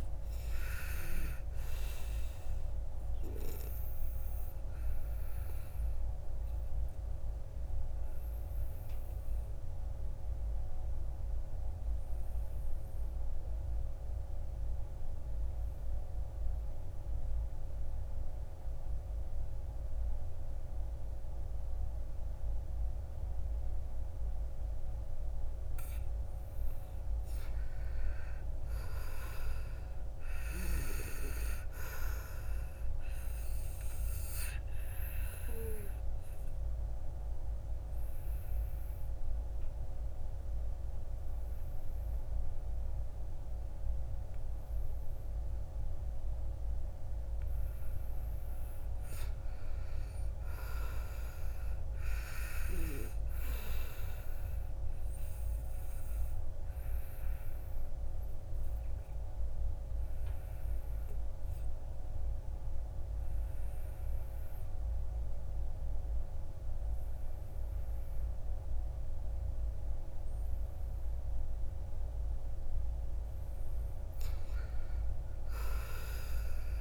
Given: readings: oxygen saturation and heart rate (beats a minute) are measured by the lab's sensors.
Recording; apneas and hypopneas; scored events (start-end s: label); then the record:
breathing in sleep by a room microphone; 3
0.00-20.50 s: oxygen desaturation (device-marked, oxygen 81% lowest, heart rate 52 extreme)
5.00-25.50 s: obstructive apnea (oxygen 96% before, 81% lowest, heart rate 64 before, 52 extreme, up 12 after)
27.50-30.00 s: arousal
33.00-47.50 s: obstructive apnea (oxygen 99% before, 86% lowest, heart rate 55 before, 54 extreme, up 6 after)
34.50-52.50 s: oxygen desaturation (device-marked, oxygen 98% before, 87% lowest, heart rate 56 before, 54 extreme)
50.00-53.00 s: arousal
55.50-72.50 s: obstructive apnea (oxygen 98% before, 86% lowest, heart rate 60 before, 54 extreme, up 12 after)
63.50-73.50 s: oxygen desaturation (device-marked, oxygen 96% before, 90% lowest, heart rate 60 before, 54 extreme)
74.50-76.81 s: arousal
From the record:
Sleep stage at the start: N2 (light sleep); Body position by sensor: on the back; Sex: male